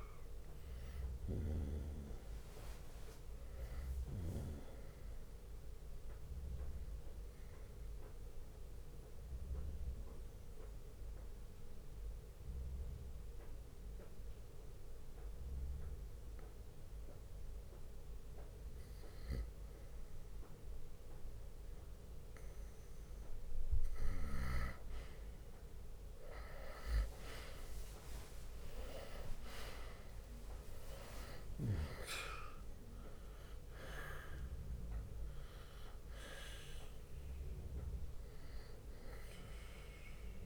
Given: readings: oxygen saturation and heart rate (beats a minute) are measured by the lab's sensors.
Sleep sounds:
breathing in sleep by a room microphone; 1
7.00-20.00 s: mixed apnea (oxygen 98% before, 91% lowest, heart rate 85 before, 59 extreme, up 5 after)
17.50-19.50 s: bradycardia (device-marked, heart rate 65 before, 62 extreme)
23.50-27.00 s: arousal
28.50-40.46 s: oxygen desaturation (device-marked, oxygen 97% before, 91% lowest, heart rate 63 before, 60 extreme)
From the record:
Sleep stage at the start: N2 (light sleep); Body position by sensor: on the right side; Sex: male

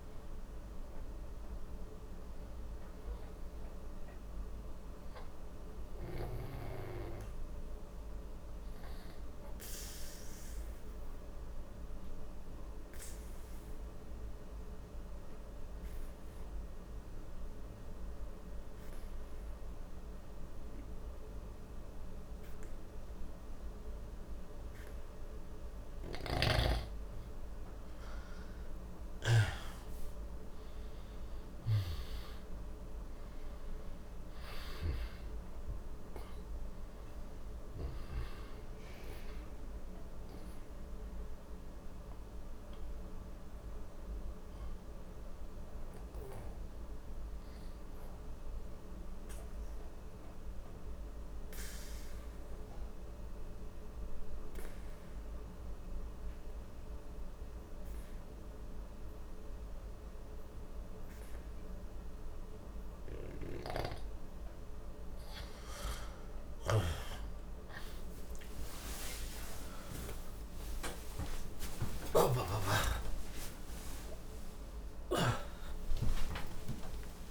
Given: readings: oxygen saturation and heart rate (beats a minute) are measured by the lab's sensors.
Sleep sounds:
breathing in sleep by a room microphone; 2
0.00-13.50 s: oxygen desaturation (device-marked, oxygen 85% lowest, heart rate 60 extreme)
7.50-25.50 s: obstructive apnea (oxygen 96% before, 85% lowest, heart rate 64 before, 60 extreme, up 1 after)
28.00-32.00 s: arousal
29.50-57.50 s: oxygen desaturation (device-marked, oxygen 97% before, 87% lowest, heart rate 61 before, 59 extreme)
45.50-64.00 s: obstructive apnea (oxygen 98% before, 87% lowest, heart rate 63 before, 59 extreme)
68.00-75.00 s: arousal
70.50-76.50 s: oxygen desaturation (device-marked, oxygen 97% before, 92% lowest)
From the record:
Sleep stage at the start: N2 (light sleep); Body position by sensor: on the back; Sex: male

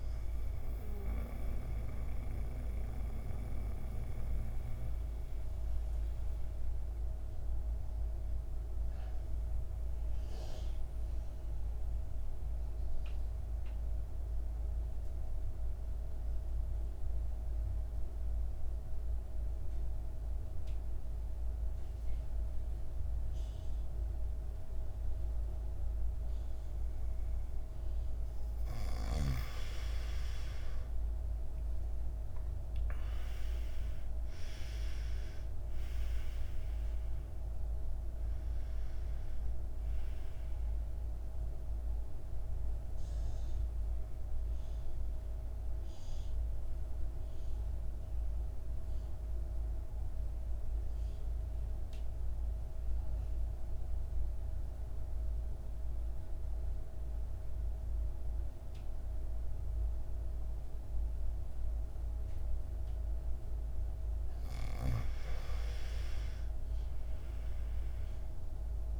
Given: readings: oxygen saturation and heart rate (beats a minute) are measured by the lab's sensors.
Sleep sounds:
breathing in sleep by a room microphone; 2
0.00-8.50 s: oxygen desaturation (device-marked, oxygen 88% lowest, heart rate 51 extreme)
2.00-29.00 s: mixed apnea (oxygen 99% before, 84% lowest, heart rate 59 before, 51 extreme, up 17 after)
29.50-58.50 s: oxygen desaturation (device-marked, oxygen 100% before, 84% lowest, heart rate 56 before, 53 extreme)
31.50-36.00 s: arousal
45.50-64.00 s: mixed apnea (oxygen 100% before, 84% lowest, heart rate 65 before, 54 extreme, up 5 after)
65.50-69.00 s: arousal
From the record:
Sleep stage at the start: N2 (light sleep); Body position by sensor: on the back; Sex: male

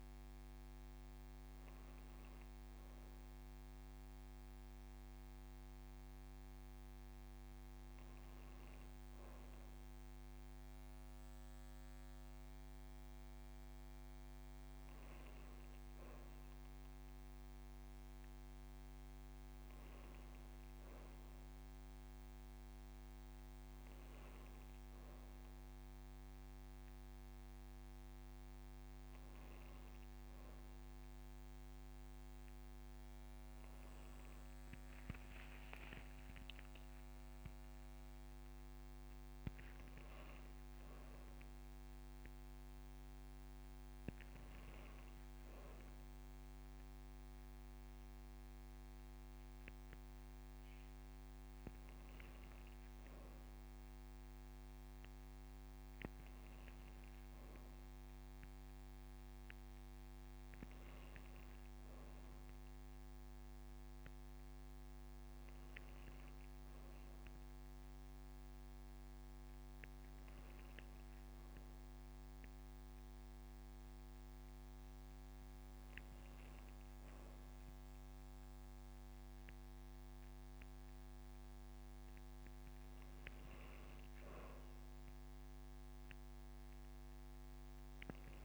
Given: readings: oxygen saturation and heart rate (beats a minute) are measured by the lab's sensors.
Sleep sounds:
a person awake in a sleep study, hard to hear, by a microphone on the trachea; none
5.00-7.00 s: long interval between heartbeats (device-marked, heart rate 79 before, 56 extreme)
10.50-12.50 s: long interval between heartbeats (device-marked, heart rate 67 before, 127 extreme)
80.50-82.50 s: long interval between heartbeats (device-marked)
84.00-86.00 s: long interval between heartbeats (device-marked)
87.50-88.44 s: new sleep stage, N1 (lightest sleep)
From the record:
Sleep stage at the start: awake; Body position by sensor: on the back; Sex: female

